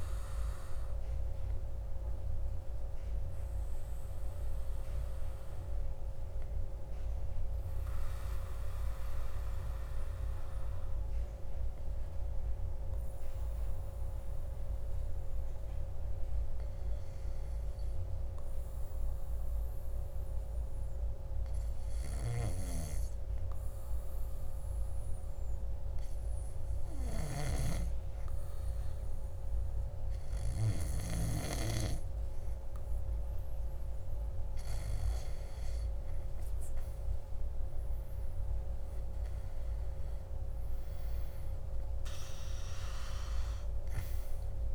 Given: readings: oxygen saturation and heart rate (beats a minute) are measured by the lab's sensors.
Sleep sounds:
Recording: breathing in sleep by a room microphone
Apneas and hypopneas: 1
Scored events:
0.00-1.50 s: oxygen desaturation (device-marked, oxygen 95% lowest, heart rate 54 extreme)
3.50-35.00 s: obstructive apnea (oxygen 99% before, 95% lowest, heart rate 60 before, 54 extreme, up 5 after)
37.00-41.00 s: arousal
From the record:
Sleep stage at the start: N2 (light sleep)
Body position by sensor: on the back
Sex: male

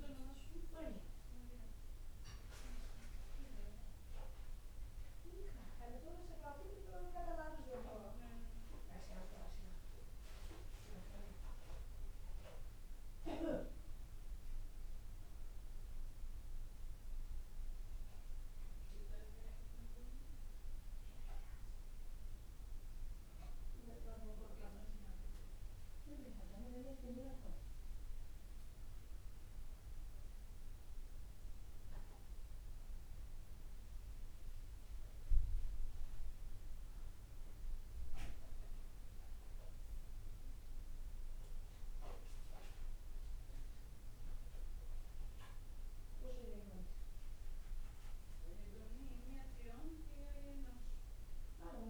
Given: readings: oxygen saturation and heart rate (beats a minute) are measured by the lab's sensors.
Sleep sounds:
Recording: a person awake in a sleep study, by a room microphone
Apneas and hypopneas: none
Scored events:
none scored
From the record:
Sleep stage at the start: awake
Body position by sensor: on the back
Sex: male

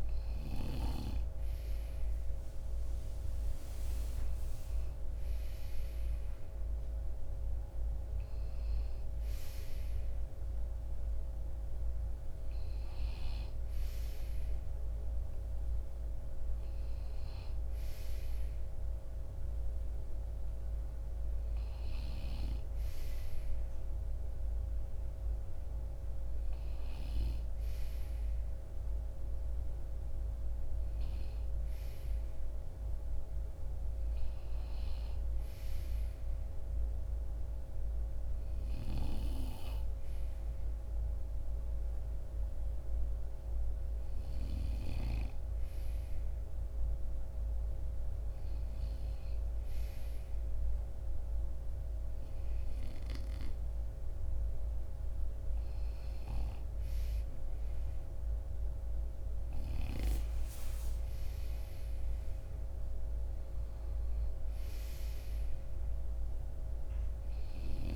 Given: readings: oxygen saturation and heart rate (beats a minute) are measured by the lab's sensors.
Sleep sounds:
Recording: breathing in sleep, hard to hear, by a room microphone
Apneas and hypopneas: none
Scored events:
60.50-64.00 s: arousal
From the record:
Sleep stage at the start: N2 (light sleep)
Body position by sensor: on the right side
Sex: male

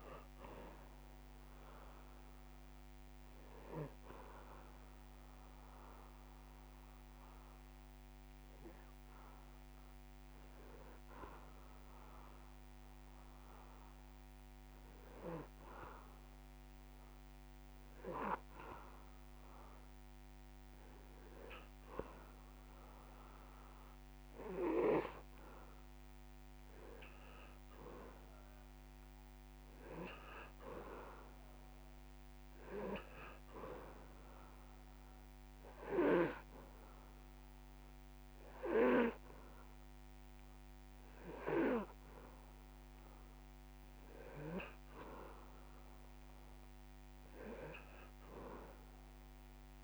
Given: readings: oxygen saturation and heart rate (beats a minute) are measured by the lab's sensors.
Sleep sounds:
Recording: breathing in sleep by a microphone on the trachea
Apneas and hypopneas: 2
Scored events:
0.00-11.50 s: drop in pulse transit time (device-marked)
0.00-28.50 s: oxygen desaturation (device-marked, oxygen 83% lowest)
4.00-17.00 s: hypopnea (oxygen 98% before, 83% lowest)
17.50-20.50 s: arousal
22.50-24.50 s: long interval between heartbeats (device-marked)
29.50-31.50 s: long interval between heartbeats (device-marked)
35.50-45.50 s: hypopnea (oxygen 99% before, 92% lowest)
36.50-38.50 s: long interval between heartbeats (device-marked)
46.50-48.50 s: long interval between heartbeats (device-marked)
From the record:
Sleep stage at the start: N2 (light sleep)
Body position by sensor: on the back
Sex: male

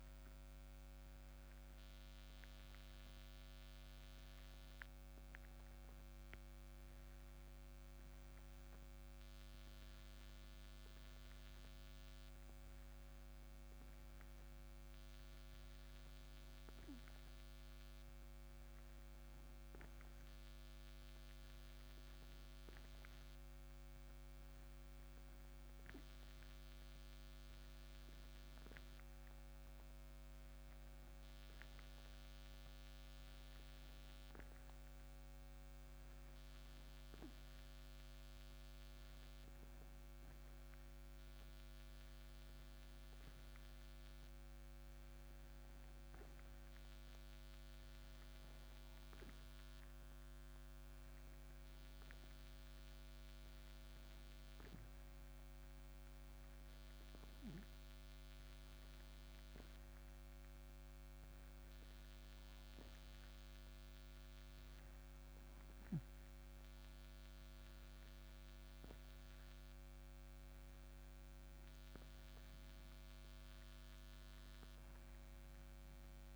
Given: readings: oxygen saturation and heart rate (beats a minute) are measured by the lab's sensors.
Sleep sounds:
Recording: breathing in sleep, hard to hear, by a microphone on the trachea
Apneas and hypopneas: 1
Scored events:
39.00-43.50 s: arousal
52.00-69.00 s: hypopnea (oxygen 96% before, 93% lowest, heart rate 63 before, 61 extreme, up 3 after)
71.50-75.50 s: arousal
From the record:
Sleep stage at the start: N2 (light sleep)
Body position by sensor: on the back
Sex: male

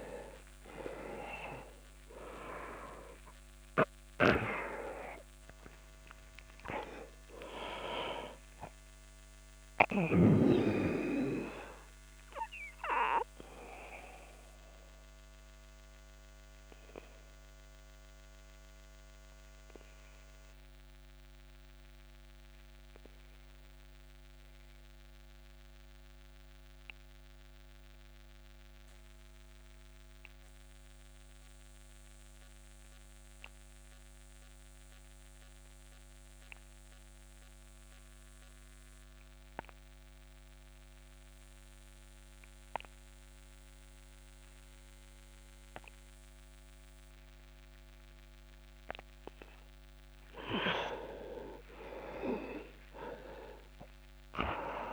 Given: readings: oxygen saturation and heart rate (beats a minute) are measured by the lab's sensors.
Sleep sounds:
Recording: breathing in sleep by a microphone on the trachea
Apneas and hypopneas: 1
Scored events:
0.00-3.50 s: arousal
0.00-29.50 s: oxygen desaturation (device-marked, oxygen 86% lowest)
12.50-49.50 s: obstructive apnea (oxygen 99% before, 86% lowest)
48.50-54.93 s: oxygen desaturation (device-marked, oxygen 99% before, 86% lowest)
53.00-54.93 s: arousal
From the record:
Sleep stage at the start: N2 (light sleep)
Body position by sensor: on the back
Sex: male

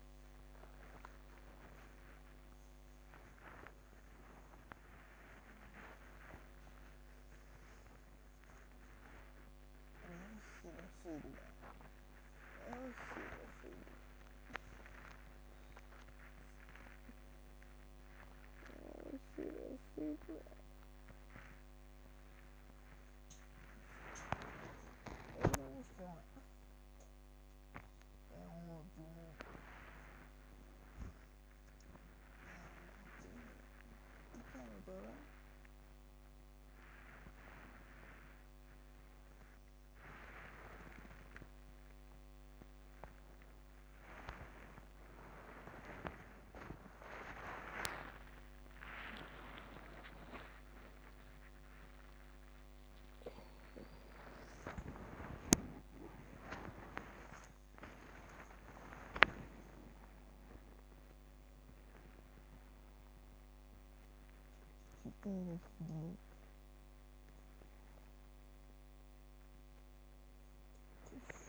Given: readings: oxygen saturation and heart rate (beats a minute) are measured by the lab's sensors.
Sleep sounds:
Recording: a person awake in a sleep study, by a microphone on the trachea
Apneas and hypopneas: none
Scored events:
28.50-33.50 s: snoring (device-marked)
66.00-71.48 s: oxygen desaturation (device-marked, oxygen 97% before, 93% lowest, heart rate 103 before, 101 extreme)
From the record:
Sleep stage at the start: awake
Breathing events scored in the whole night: 246 in 3.3 hours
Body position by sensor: upright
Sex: female

